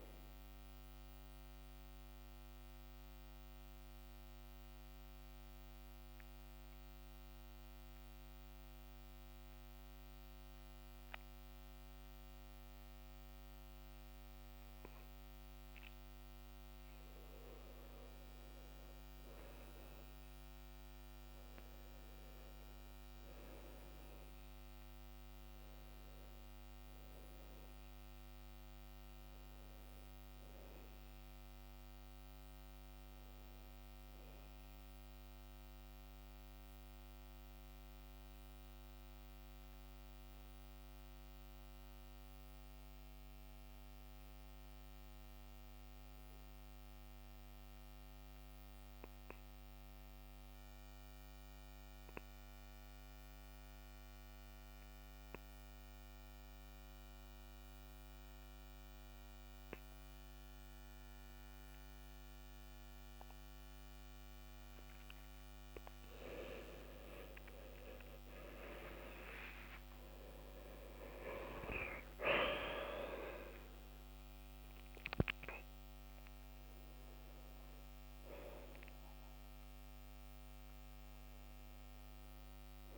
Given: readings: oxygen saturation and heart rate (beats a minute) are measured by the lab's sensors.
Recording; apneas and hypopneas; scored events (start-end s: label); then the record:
breathing in sleep by a microphone on the trachea; 2
1.50-17.00 s: mixed apnea (oxygen 99% before, 92% lowest, heart rate 65 before, 61 extreme, up 10 after)
19.00-23.50 s: arousal
24.00-52.00 s: oxygen desaturation (device-marked, oxygen 97% before, 92% lowest, heart rate 64 before, 62 extreme)
35.50-65.00 s: obstructive apnea (oxygen 98% before, 86% lowest, heart rate 68 before, 62 extreme, up 14 after)
65.00-82.98 s: oxygen desaturation (device-marked, oxygen 97% before, 86% lowest, heart rate 64 before, 62 extreme)
67.50-71.50 s: arousal
From the record:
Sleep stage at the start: N2 (light sleep); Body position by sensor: on the back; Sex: male